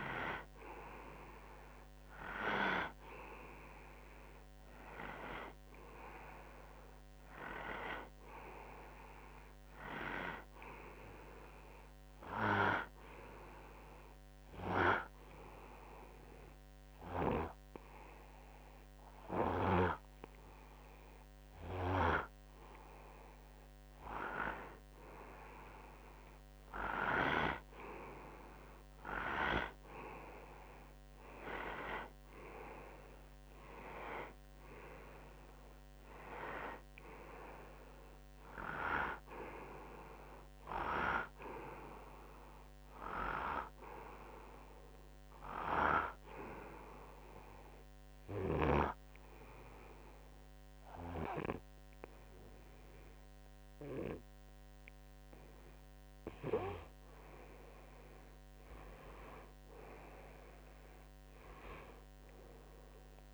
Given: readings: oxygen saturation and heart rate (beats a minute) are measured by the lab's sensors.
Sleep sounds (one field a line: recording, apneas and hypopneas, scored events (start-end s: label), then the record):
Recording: breathing in sleep by a microphone on the trachea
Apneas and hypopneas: 2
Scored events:
12.50-23.00 s: hypopnea (oxygen 95% before, 93% lowest, heart rate 60 before, 58 extreme, up 2 after)
25.50-29.50 s: arousal
47.00-57.50 s: obstructive apnea (oxygen 95% before, 93% lowest, heart rate 61 before, 57 extreme, up 2 after)
59.50-63.34 s: arousal
From the record:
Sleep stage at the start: N2 (light sleep)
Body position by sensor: on the right side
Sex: male